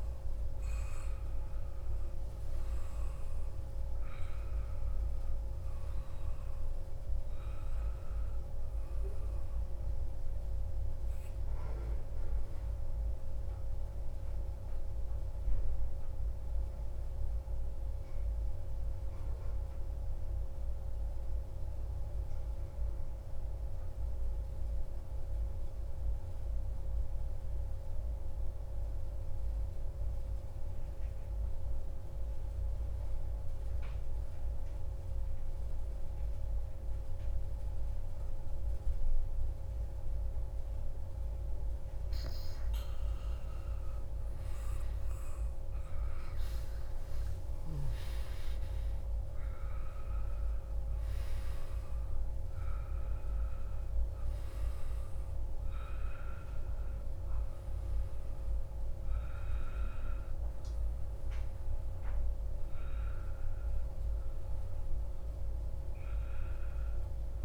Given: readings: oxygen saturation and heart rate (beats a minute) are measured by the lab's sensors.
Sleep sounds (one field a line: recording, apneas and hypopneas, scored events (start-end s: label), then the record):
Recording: breathing in sleep, hard to hear, by a room microphone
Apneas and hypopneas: 1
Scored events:
0.00-17.50 s: oxygen desaturation (device-marked, oxygen 93% lowest)
10.50-41.00 s: mixed apnea (oxygen 98% before, 91% lowest)
40.50-67.45 s: oxygen desaturation (device-marked, oxygen 96% before, 91% lowest)
42.50-47.00 s: arousal
From the record:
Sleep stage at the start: N2 (light sleep)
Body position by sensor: on the back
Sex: male